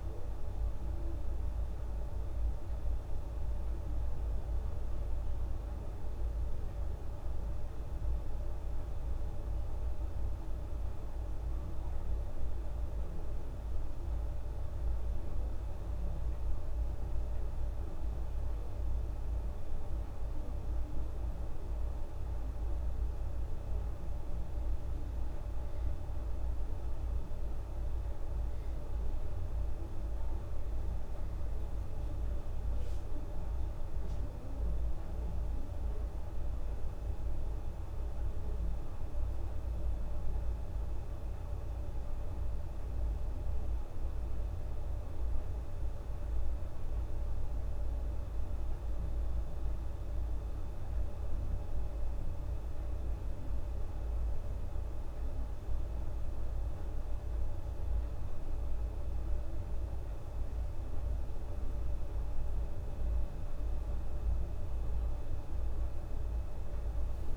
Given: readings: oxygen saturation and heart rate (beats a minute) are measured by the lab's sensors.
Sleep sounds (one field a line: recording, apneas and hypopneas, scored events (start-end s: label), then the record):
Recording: breathing in sleep, hard to hear, by a room microphone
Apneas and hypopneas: 1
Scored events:
1.50-19.50 s: oxygen desaturation (device-marked, oxygen 96% before, 93% lowest, heart rate 105 before, 70 extreme)
8.50-18.50 s: hypopnea (oxygen 97% before, 93% lowest, heart rate 98 before, 72 extreme, up 20 after)
15.50-67.37 s: new sleep stage, N1 (lightest sleep)
22.00-25.00 s: arousal
From the record:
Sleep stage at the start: N2 (light sleep)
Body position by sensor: on the back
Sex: female